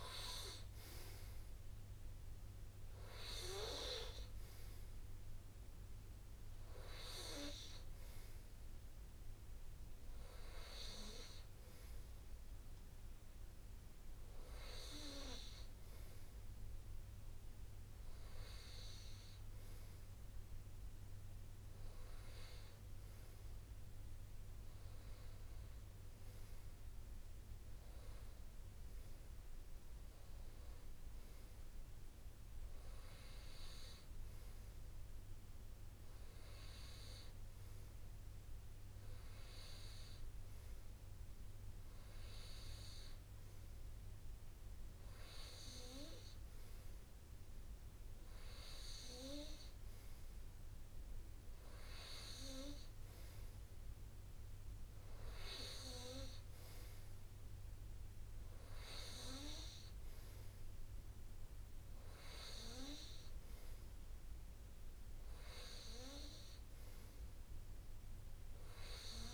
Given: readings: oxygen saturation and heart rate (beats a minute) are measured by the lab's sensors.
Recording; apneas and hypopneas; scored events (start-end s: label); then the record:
breathing in sleep by a room microphone; none
13.50-15.50 s: long interval between heartbeats (device-marked, heart rate 67 before, 75 extreme)
62.00-64.00 s: long interval between heartbeats (device-marked, heart rate 65 before, 76 extreme)
From the record:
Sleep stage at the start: N2 (light sleep); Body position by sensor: on the right side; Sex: male